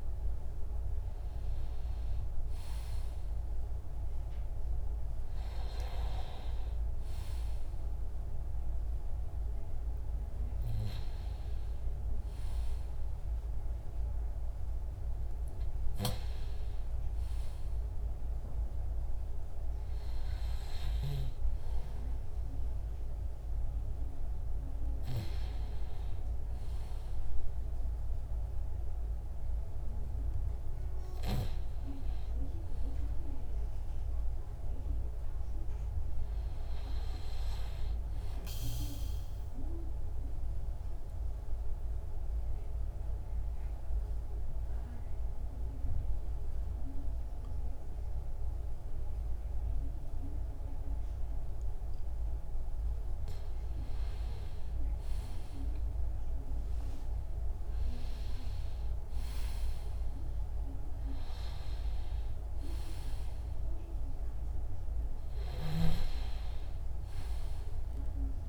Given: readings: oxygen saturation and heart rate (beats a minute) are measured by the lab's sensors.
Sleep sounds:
breathing in sleep by a room microphone; 1
13.50-68.49 s: new sleep stage, N2 (light sleep)
40.50-51.50 s: obstructive apnea (oxygen 99% before, 94% lowest, heart rate 56 before, 58 extreme, up 14 after)
53.50-57.50 s: arousal
59.50-68.49 s: oxygen desaturation (device-marked, oxygen 97% before, 94% lowest, heart rate 62 before, 48 extreme)
From the record:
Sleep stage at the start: N1 (lightest sleep); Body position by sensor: on the back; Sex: male

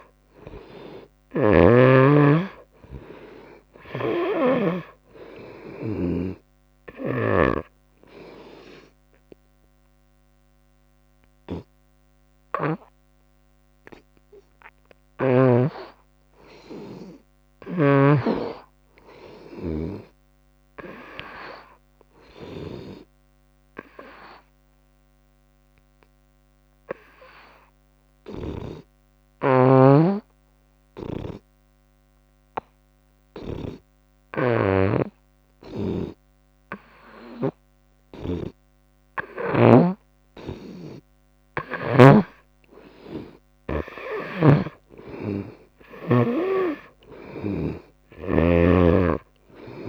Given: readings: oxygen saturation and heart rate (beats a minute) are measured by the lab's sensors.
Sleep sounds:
breathing in sleep by a microphone on the trachea; 2
0.00-1.50 s: long interval between heartbeats (device-marked, heart rate 81 extreme)
0.00-2.00 s: arousal
0.00-20.00 s: oxygen desaturation (device-marked, oxygen 85% lowest, heart rate 72 extreme)
1.50-5.00 s: snoring (device-marked)
7.50-17.50 s: obstructive apnea (oxygen 95% before, 85% lowest, heart rate 75 before, 72 extreme, up 1 after)
20.00-24.00 s: arousal
27.00-40.50 s: hypopnea (oxygen 95% before, 85% lowest, heart rate 73 before, 72 extreme, up 11 after)
36.00-40.00 s: snoring (device-marked)
42.00-49.89 s: oxygen desaturation (device-marked, oxygen 94% before, 85% lowest, heart rate 73 before, 71 extreme)
43.00-48.00 s: arousal
44.50-49.89 s: snoring (device-marked)
47.00-49.00 s: long interval between heartbeats (device-marked, heart rate 73 before, 80 extreme)
From the record:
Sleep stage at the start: N2 (light sleep); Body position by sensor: on the front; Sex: female

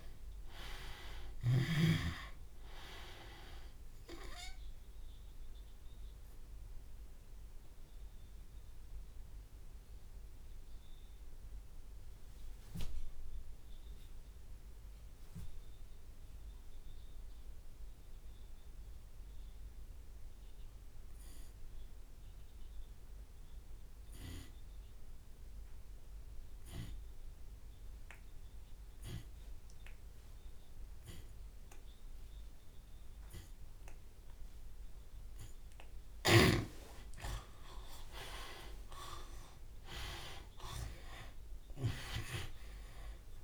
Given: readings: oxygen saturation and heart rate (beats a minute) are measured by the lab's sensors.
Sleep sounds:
breathing in sleep by a room microphone; 1
0.00-2.00 s: snoring (device-marked)
4.00-6.00 s: long interval between heartbeats (device-marked, heart rate 59 before, 37 extreme)
6.00-36.00 s: obstructive apnea (oxygen 94% before, 85% lowest)
6.50-8.50 s: long interval between heartbeats (device-marked, heart rate 57 before, 35 extreme)
7.50-8.50 s: drop in pulse transit time (device-marked, heart rate 55 before, 35 extreme)
13.00-15.00 s: long interval between heartbeats (device-marked, heart rate 46 before, 44 extreme)
13.50 s: drop in pulse transit time (device-marked)
17.50 s: drop in pulse transit time (device-marked)
18.50-20.50 s: long interval between heartbeats (device-marked, heart rate 39 before, 45 extreme)
21.50-23.50 s: drop in pulse transit time (device-marked, heart rate 40 before, 62 extreme)
21.50-23.50 s: long interval between heartbeats (device-marked, heart rate 40 before, 62 extreme)
25.50 s: drop in pulse transit time (device-marked)
25.50-27.50 s: long interval between heartbeats (device-marked, heart rate 48 before, 92 extreme)
26.50-41.50 s: tachycardia (device-marked, heart rate 46 before, 147 extreme)
27.50-29.50 s: long interval between heartbeats (device-marked, heart rate 53 before, 95 extreme)
29.50-35.50 s: drop in pulse transit time (device-marked, heart rate 59 before, 109 extreme)
34.00-36.00 s: long interval between heartbeats (device-marked, heart rate 76 before, 122 extreme)
36.50-38.50 s: long interval between heartbeats (device-marked, heart rate 88 before, 134 extreme)
38.00-43.00 s: arousal
38.50-39.50 s: drop in pulse transit time (device-marked, heart rate 96 before, 147 extreme)
39.00-41.00 s: long interval between heartbeats (device-marked, heart rate 96 before, 147 extreme)
From the record:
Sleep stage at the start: N2 (light sleep); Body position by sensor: on the left side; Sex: male

